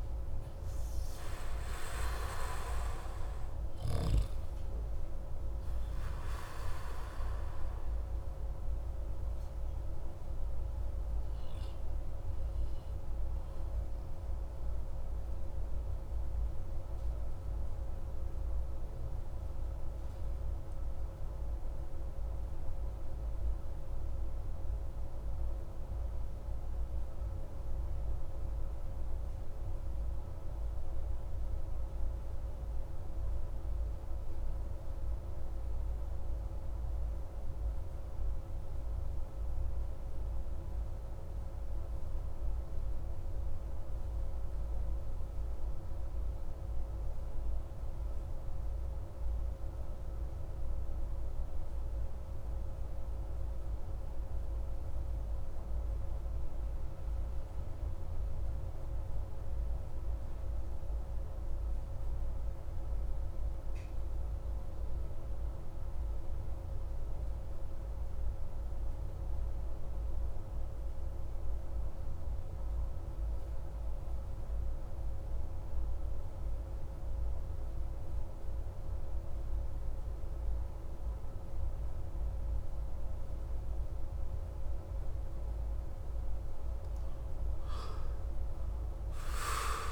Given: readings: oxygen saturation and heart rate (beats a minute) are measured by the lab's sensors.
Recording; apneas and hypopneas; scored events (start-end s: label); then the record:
breathing in sleep, hard to hear, by a room microphone; 1
0.00-24.50 s: oxygen desaturation (device-marked, oxygen 76% lowest)
14.50-85.50 s: obstructive apnea (oxygen 85% before, 76% lowest)
48.50-89.92 s: oxygen desaturation (device-marked, oxygen 99% before, 83% lowest)
87.50-89.92 s: arousal
From the record:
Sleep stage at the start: N2 (light sleep); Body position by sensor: on the back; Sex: male